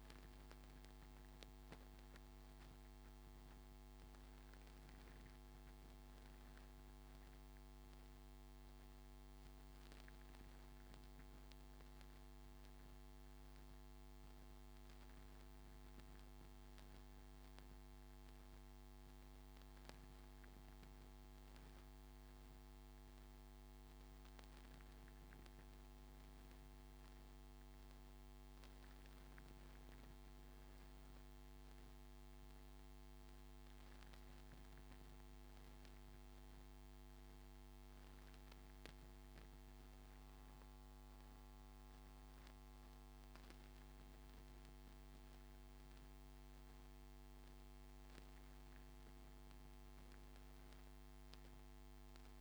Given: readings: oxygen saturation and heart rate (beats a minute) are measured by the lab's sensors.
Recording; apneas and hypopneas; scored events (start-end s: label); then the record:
breathing in sleep, hard to hear, by a microphone on the trachea; none
none scored
From the record:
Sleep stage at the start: N2 (light sleep); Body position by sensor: on the front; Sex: male